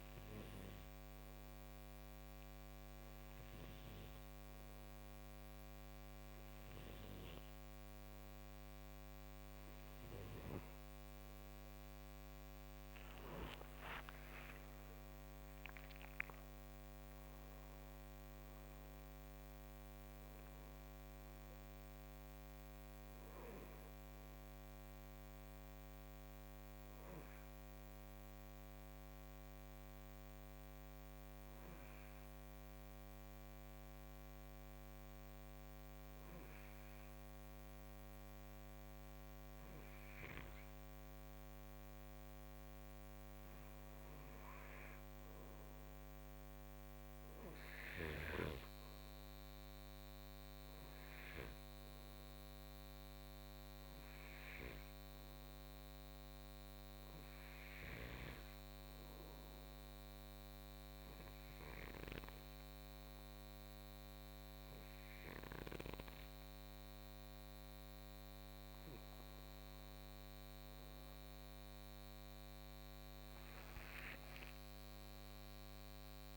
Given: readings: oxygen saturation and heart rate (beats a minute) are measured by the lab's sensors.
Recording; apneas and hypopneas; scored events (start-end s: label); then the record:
breathing in sleep, hard to hear, by a microphone on the trachea; 2
12.50-18.00 s: arousal
29.00-42.50 s: hypopnea (oxygen 92% before, 90% lowest, heart rate 66 before, 54 extreme, up 6 after)
45.00-50.00 s: arousal
50.00-65.00 s: oxygen desaturation (device-marked, oxygen 96% before, 91% lowest, heart rate 57 before, 50 extreme)
57.50-68.50 s: hypopnea (oxygen 96% before, 90% lowest, heart rate 57 before, 50 extreme, up 15 after)
70.50-76.37 s: arousal
From the record:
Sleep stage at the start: N2 (light sleep); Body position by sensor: on the right side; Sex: male